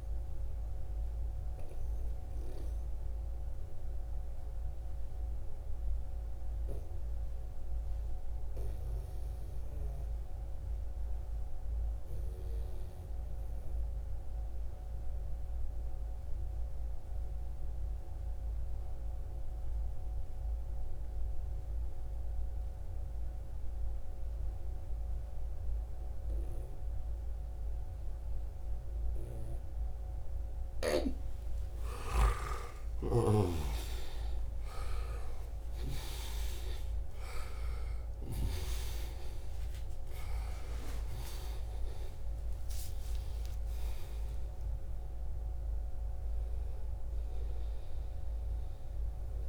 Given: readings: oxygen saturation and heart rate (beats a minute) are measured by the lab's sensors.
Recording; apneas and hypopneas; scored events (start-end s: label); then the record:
breathing in sleep by a room microphone; 1
0.00-11.50 s: oxygen desaturation (device-marked, oxygen 89% lowest, heart rate 63 extreme)
0.50-29.00 s: obstructive apnea (oxygen 96% before, 89% lowest, heart rate 77 before, 63 extreme, up 11 after)
29.50-33.00 s: snoring (device-marked)
31.00-37.50 s: arousal
43.50-49.49 s: oxygen desaturation (device-marked, oxygen 96% before, 91% lowest, heart rate 72 before, 69 extreme)
From the record:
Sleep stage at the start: N2 (light sleep); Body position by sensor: on the right side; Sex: male